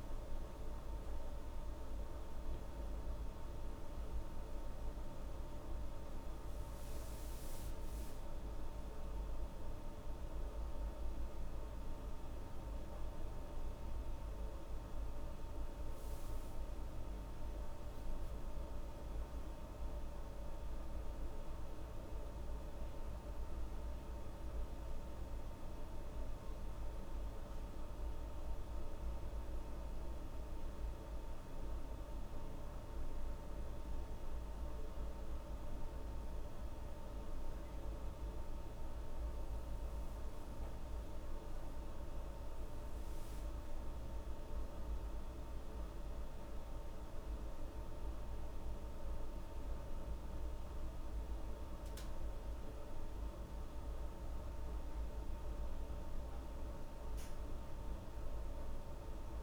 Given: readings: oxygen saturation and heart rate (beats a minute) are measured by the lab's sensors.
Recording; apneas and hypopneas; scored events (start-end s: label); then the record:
a person awake in a sleep study, hard to hear, by a room microphone; none
none scored
From the record:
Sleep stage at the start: awake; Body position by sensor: on the back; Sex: female